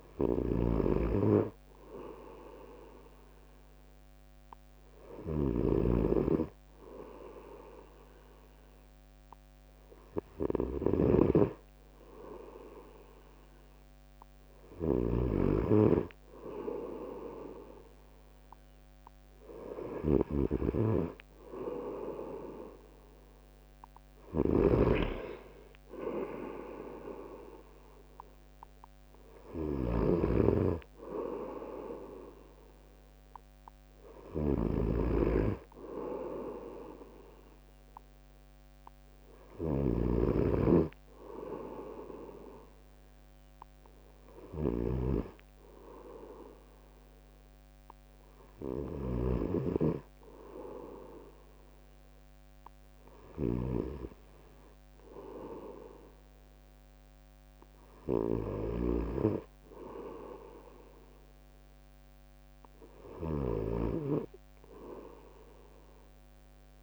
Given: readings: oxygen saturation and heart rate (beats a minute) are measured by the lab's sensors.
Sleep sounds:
breathing in sleep by a microphone on the trachea; none
none scored
From the record:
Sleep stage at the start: N2 (light sleep); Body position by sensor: on the right side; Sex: male

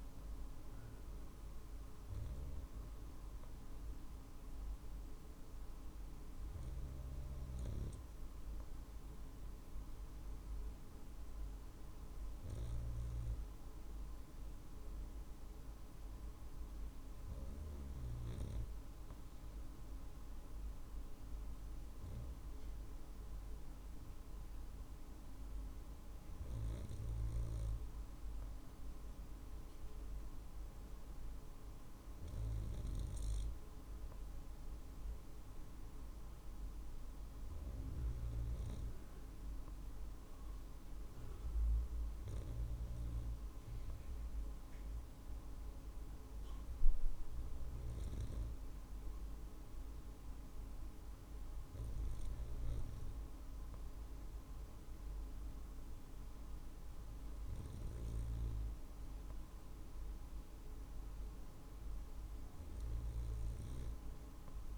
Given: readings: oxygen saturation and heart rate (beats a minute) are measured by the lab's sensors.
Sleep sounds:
breathing in sleep, hard to hear, by a room microphone; none
0.50-2.50 s: long interval between heartbeats (device-marked, heart rate 50 before, 53 extreme)
From the record:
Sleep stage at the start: N2 (light sleep); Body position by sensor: on the right side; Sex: male

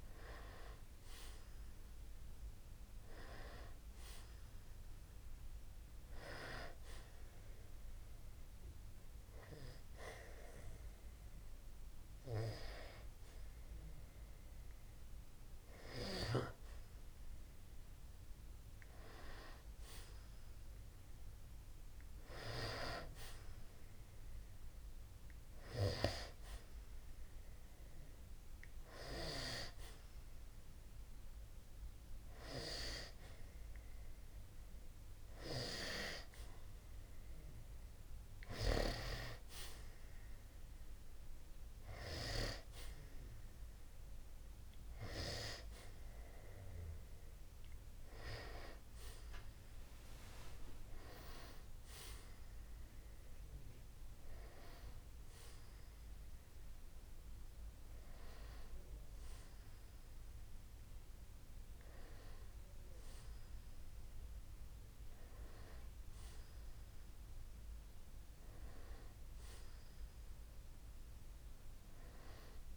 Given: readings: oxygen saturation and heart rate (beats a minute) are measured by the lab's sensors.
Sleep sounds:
breathing in sleep by a room microphone; none
none scored
From the record:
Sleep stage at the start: N2 (light sleep); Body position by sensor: on the back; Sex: male

